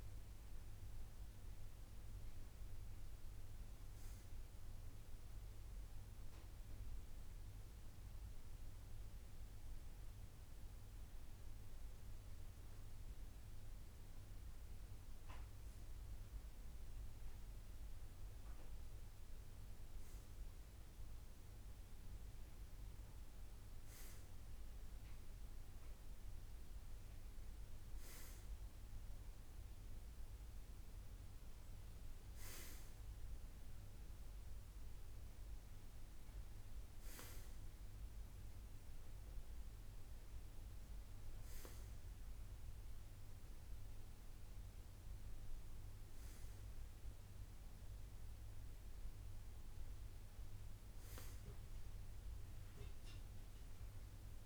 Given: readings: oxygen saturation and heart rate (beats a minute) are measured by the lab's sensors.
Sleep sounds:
breathing in sleep, hard to hear, by a room microphone; 1
0.00-1.00 s: arousal
5.00-16.00 s: hypopnea (oxygen 93% before, 94% lowest, heart rate 84 before, 81 extreme, up 1 after)
18.50-22.50 s: arousal
From the record:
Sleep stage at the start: N2 (light sleep); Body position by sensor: on the right side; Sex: male

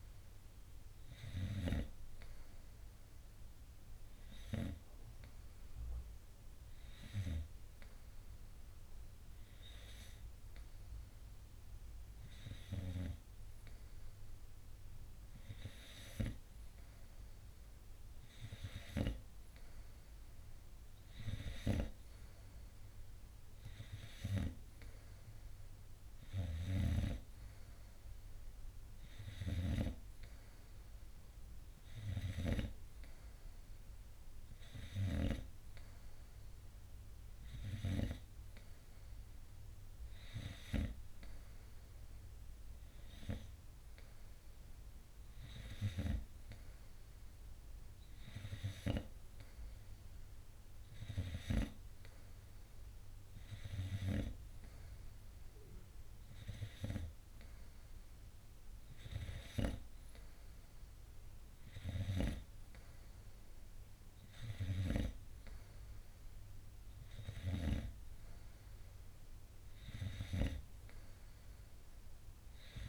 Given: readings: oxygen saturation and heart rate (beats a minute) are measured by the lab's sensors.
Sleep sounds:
breathing in sleep by a room microphone; none
42.50-72.89 s: new sleep stage, N3 (deep sleep)
From the record:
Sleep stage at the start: N2 (light sleep); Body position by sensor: on the front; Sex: male

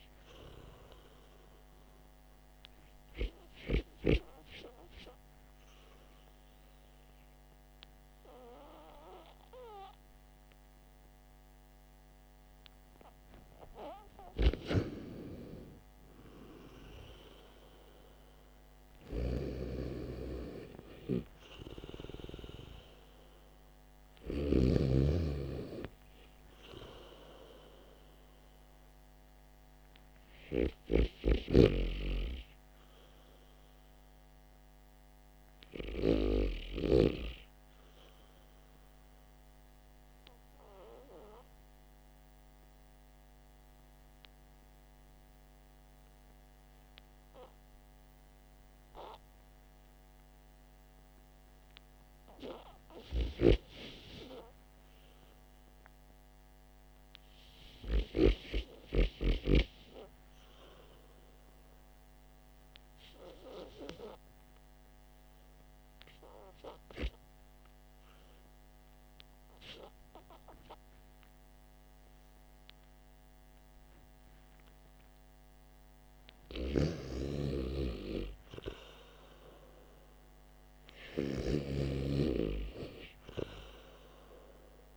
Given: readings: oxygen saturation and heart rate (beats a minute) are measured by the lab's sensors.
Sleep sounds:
breathing in sleep by a microphone on the trachea; 2
0.00-19.50 s: oxygen desaturation (device-marked, oxygen 92% lowest, heart rate 47 extreme)
41.00-53.00 s: obstructive apnea (oxygen 94% before, 95% lowest, heart rate 53 before, 45 extreme, up 5 after)
55.50-58.50 s: arousal
65.00-76.00 s: hypopnea (oxygen 98% before, 92% lowest, heart rate 50 before, 46 extreme, up 5 after)
80.50-84.97 s: arousal
From the record:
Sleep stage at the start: REM sleep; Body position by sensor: on the back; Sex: male

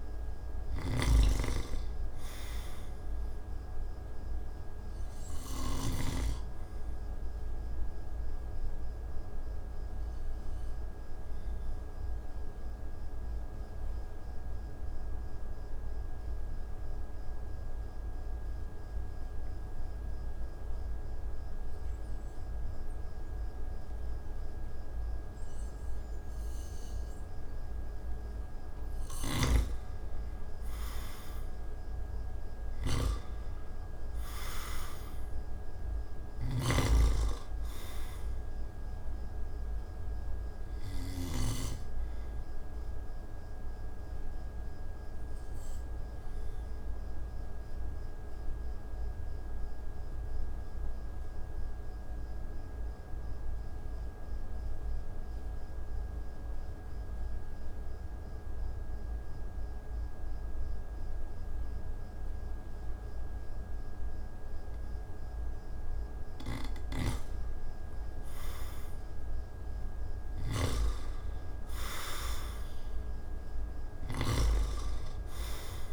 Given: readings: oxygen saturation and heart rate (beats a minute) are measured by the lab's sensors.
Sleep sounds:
breathing in sleep by a room microphone; 2
0.00-5.50 s: snoring (device-marked)
1.00-23.00 s: oxygen desaturation (device-marked, oxygen 96% before, 87% lowest)
7.00-27.50 s: obstructive apnea (oxygen 96% before, 86% lowest)
28.00-32.00 s: arousal
28.50-41.00 s: snoring (device-marked)
36.00-55.00 s: oxygen desaturation (device-marked, oxygen 97% before, 86% lowest)
44.00-64.50 s: obstructive apnea (oxygen 97% before, 85% lowest)
67.00-70.00 s: arousal
70.00-75.92 s: snoring (device-marked)
72.00-75.92 s: oxygen desaturation (device-marked, oxygen 98% before, 86% lowest)
From the record:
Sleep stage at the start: N2 (light sleep); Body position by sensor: on the back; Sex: male

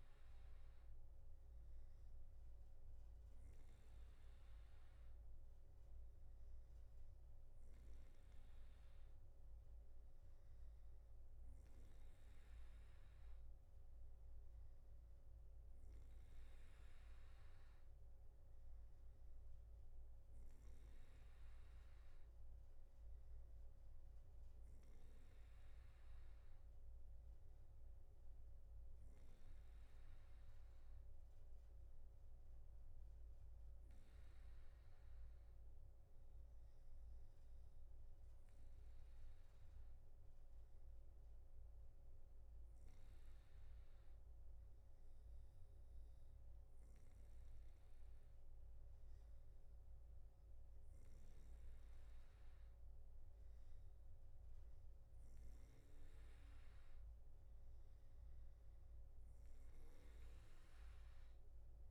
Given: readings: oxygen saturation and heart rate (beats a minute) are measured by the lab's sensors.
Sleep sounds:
breathing in sleep, hard to hear, by a room microphone; none
21.50-61.90 s: new sleep stage, N3 (deep sleep)
From the record:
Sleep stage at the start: N2 (light sleep); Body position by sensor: on the back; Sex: male

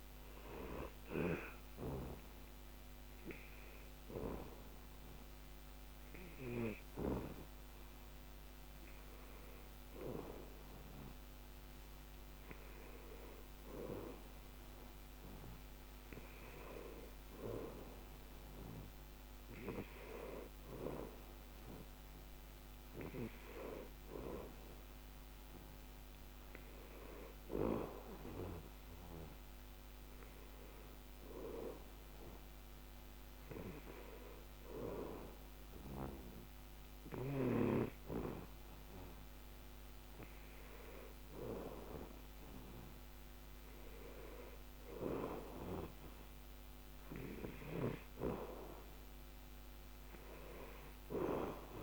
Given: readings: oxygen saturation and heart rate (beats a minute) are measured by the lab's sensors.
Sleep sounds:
breathing in sleep by a microphone on the trachea; none
none scored
From the record:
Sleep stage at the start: N2 (light sleep); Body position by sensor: on the back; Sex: male

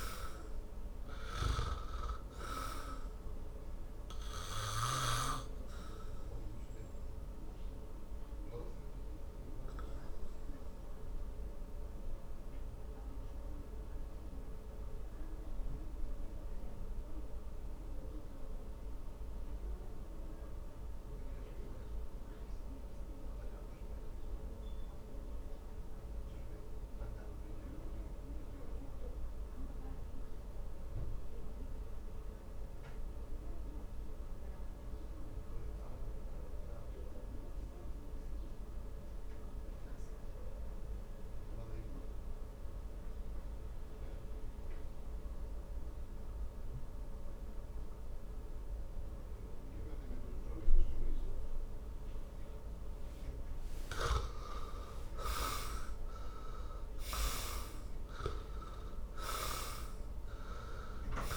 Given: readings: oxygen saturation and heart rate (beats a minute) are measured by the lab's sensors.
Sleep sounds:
breathing in sleep by a room microphone; 1
0.00-33.50 s: oxygen desaturation (device-marked, oxygen 79% lowest, heart rate 49 extreme)
1.50-5.50 s: snoring (device-marked)
4.00-54.00 s: obstructive apnea (oxygen 99% before, 74% lowest, heart rate 62 before, 49 extreme, up 21 after)
49.50-61.37 s: oxygen desaturation (device-marked, oxygen 98% before, 74% lowest, heart rate 55 before, 51 extreme)
54.50-58.50 s: arousal
From the record:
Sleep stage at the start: N2 (light sleep); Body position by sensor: on the back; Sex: male

